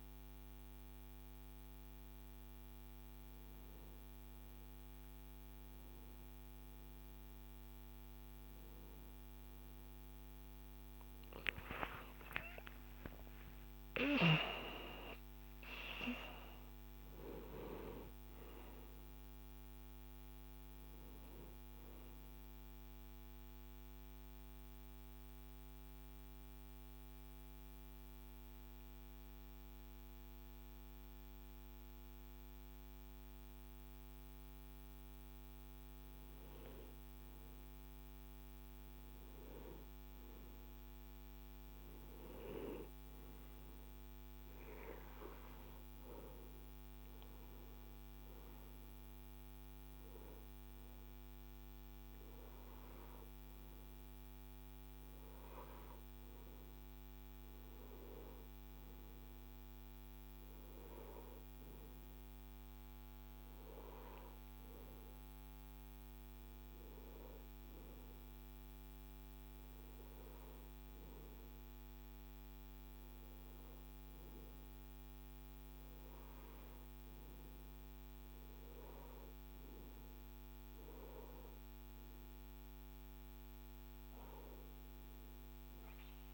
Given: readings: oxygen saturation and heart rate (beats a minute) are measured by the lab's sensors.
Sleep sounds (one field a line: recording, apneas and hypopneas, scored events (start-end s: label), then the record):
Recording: breathing in sleep by a microphone on the trachea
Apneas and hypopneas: 1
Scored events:
11.00-15.50 s: arousal
21.50-35.00 s: obstructive apnea (oxygen 97% before, 95% lowest, heart rate 78 before, 59 extreme, up 16 after)
38.00-42.00 s: arousal
From the record:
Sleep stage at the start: N1 (lightest sleep)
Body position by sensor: on the right side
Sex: male